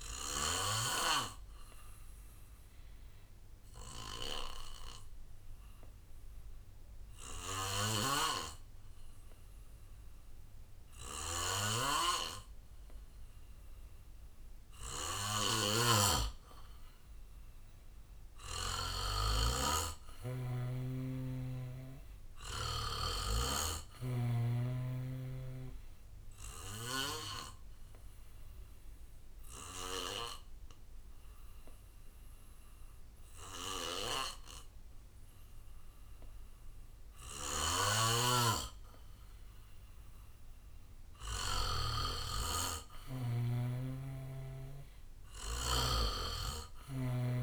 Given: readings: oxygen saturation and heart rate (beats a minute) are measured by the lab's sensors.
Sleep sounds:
breathing in sleep by a room microphone; 2
0.00-11.50 s: oxygen desaturation (device-marked, oxygen 91% lowest, heart rate 59 extreme)
4.00-17.00 s: obstructive apnea (oxygen 99% before, 89% lowest, heart rate 62 before, 59 extreme, up 6 after)
8.00-19.00 s: snoring (device-marked)
16.50-37.50 s: oxygen desaturation (device-marked, oxygen 96% before, 89% lowest, heart rate 62 before, 61 extreme)
19.00-22.00 s: arousal
28.50-41.00 s: obstructive apnea (oxygen 96% before, 89% lowest, heart rate 62 before, 59 extreme, up 5 after)
37.50-42.00 s: snoring (device-marked)
40.50-47.42 s: drop in pulse transit time (device-marked, heart rate 64 before, 63 extreme)
42.50-47.42 s: oxygen desaturation (device-marked, oxygen 96% before, 90% lowest, heart rate 64 before, 59 extreme)
43.50-46.50 s: arousal
44.00-47.42 s: snoring (device-marked)
From the record:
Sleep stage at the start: N2 (light sleep); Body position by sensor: on the back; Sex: male

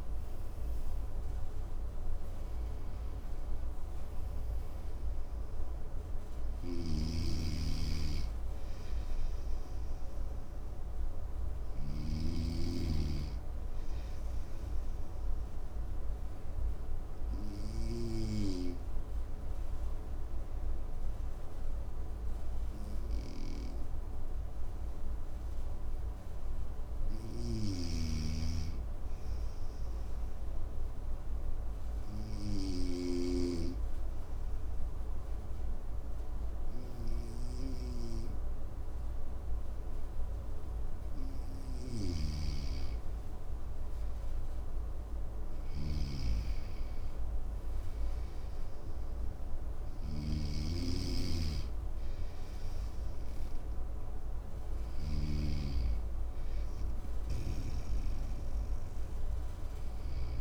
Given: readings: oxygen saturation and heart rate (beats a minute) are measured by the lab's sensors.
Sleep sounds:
breathing in sleep by a room microphone; 2
6.00-18.00 s: snoring (device-marked)
14.50-25.00 s: obstructive apnea (oxygen 98% before, 95% lowest, heart rate 60 before, 54 extreme, up 1 after)
26.50-29.00 s: arousal
27.00-32.50 s: snoring (device-marked)
30.50-41.50 s: obstructive apnea (oxygen 99% before, 96% lowest, heart rate 56 before, 54 extreme, up 7 after)
43.00-46.50 s: arousal
49.50-55.00 s: snoring (device-marked)
From the record:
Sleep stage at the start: N2 (light sleep); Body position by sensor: on the right side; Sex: male

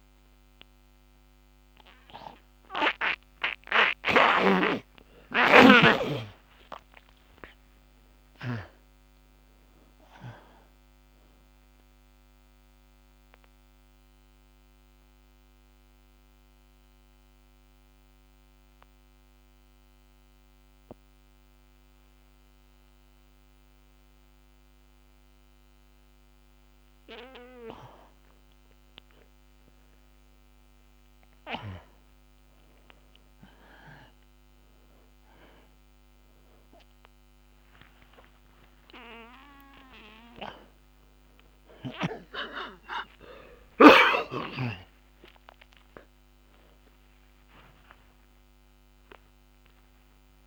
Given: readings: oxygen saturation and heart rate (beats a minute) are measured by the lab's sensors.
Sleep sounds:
a person awake in a sleep study, by a microphone on the trachea; none
4.50-9.00 s: snoring (device-marked)
40.00-50.47 s: oxygen desaturation (device-marked, oxygen 95% before, 84% lowest)
From the record:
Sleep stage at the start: awake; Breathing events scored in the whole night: 607 in 6.2 hours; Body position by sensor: on the back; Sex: male

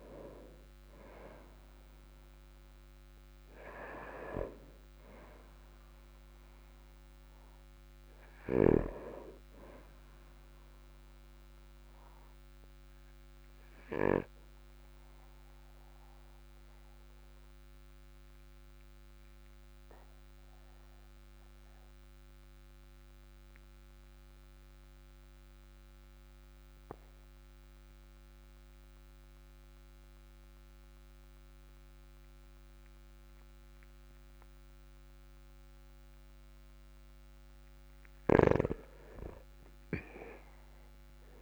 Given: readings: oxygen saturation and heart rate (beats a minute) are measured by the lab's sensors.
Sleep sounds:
breathing in sleep by a microphone on the trachea; 1
12.00-26.00 s: oxygen desaturation (device-marked, oxygen 98% before, 95% lowest, heart rate 51 before, 39 extreme)
12.50-37.00 s: obstructive apnea (oxygen 99% before, 95% lowest, heart rate 51 before, 39 extreme, up 5 after)
From the record:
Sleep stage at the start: N2 (light sleep); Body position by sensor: on the back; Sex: male

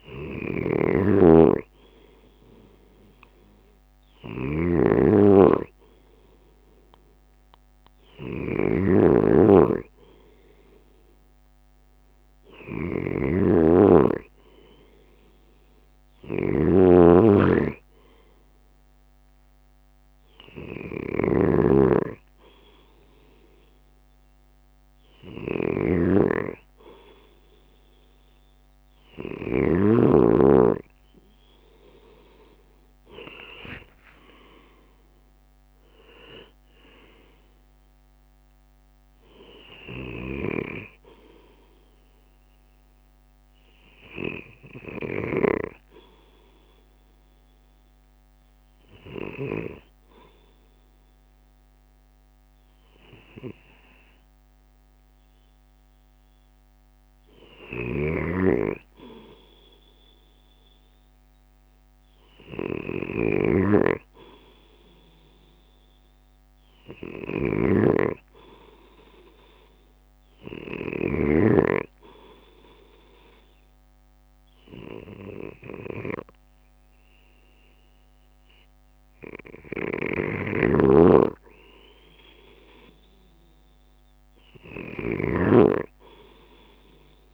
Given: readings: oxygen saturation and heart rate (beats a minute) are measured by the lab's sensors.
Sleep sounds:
breathing in sleep by a microphone on the trachea; 1
32.50-36.50 s: arousal
35.50-45.50 s: drop in pulse transit time (device-marked, heart rate 58 before, 53 extreme)
44.50-57.50 s: obstructive apnea (oxygen 96% before, 95% lowest, heart rate 59 before, 55 extreme, up 4 after)
61.00-64.50 s: arousal
64.50-74.50 s: drop in pulse transit time (device-marked, heart rate 55 before, 56 extreme)
From the record:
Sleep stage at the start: N2 (light sleep); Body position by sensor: on the left side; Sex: male

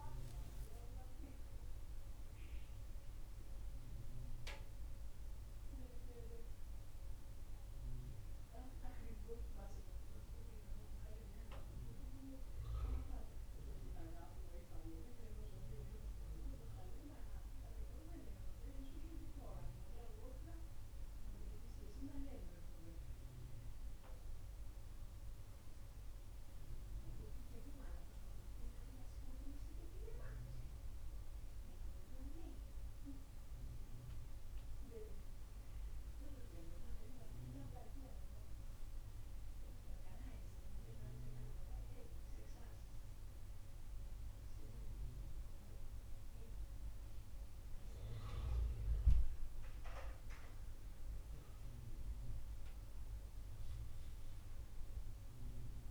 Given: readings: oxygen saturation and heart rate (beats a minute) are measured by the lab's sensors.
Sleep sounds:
breathing in sleep by a room microphone; none
none scored
From the record:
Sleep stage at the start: N2 (light sleep); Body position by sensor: on the right side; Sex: male

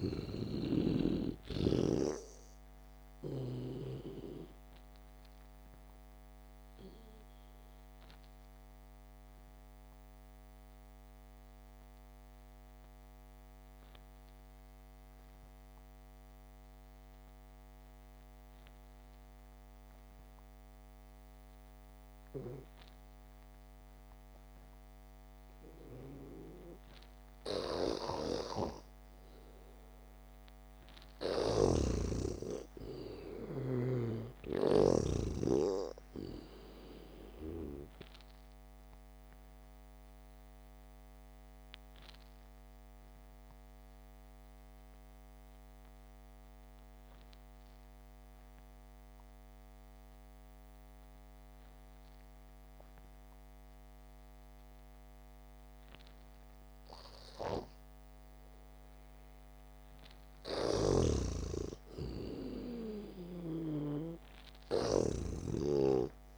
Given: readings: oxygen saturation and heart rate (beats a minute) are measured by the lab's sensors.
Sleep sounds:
breathing in sleep by a microphone on the trachea; 2
0.00-1.50 s: snoring (device-marked)
0.00-25.50 s: oxygen desaturation (device-marked, oxygen 84% lowest, heart rate 47 extreme)
9.00-25.00 s: obstructive apnea (oxygen 98% before, 84% lowest, heart rate 60 before, 47 extreme, up 0 after)
27.00-31.00 s: arousal
28.50-32.50 s: snoring (device-marked)
37.50-60.50 s: oxygen desaturation (device-marked, oxygen 97% before, 84% lowest, heart rate 59 before, 49 extreme)
40.50-58.50 s: obstructive apnea (oxygen 97% before, 84% lowest, heart rate 56 before, 49 extreme, up 0 after)
61.50-65.50 s: arousal
61.50-66.00 s: snoring (device-marked)
From the record:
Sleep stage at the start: N2 (light sleep); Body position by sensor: on the back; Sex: male

